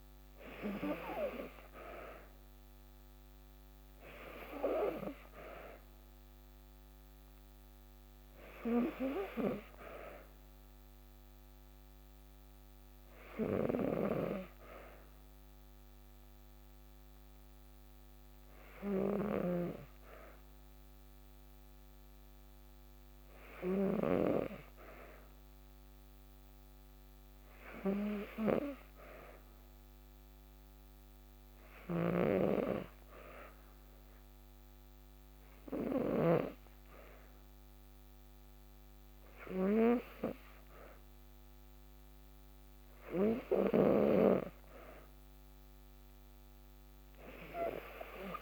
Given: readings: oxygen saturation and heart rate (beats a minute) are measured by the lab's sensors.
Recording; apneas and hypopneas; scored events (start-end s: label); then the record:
breathing in sleep by a microphone on the trachea; 1
8.00-12.00 s: arousal
15.50-26.50 s: hypopnea (oxygen 95% before, 93% lowest, heart rate 56 before, 53 extreme, up 1 after)
18.50-23.50 s: snoring (device-marked)
28.50-33.00 s: arousal
31.00-36.00 s: snoring (device-marked)
From the record:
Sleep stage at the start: N2 (light sleep); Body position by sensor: on the back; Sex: female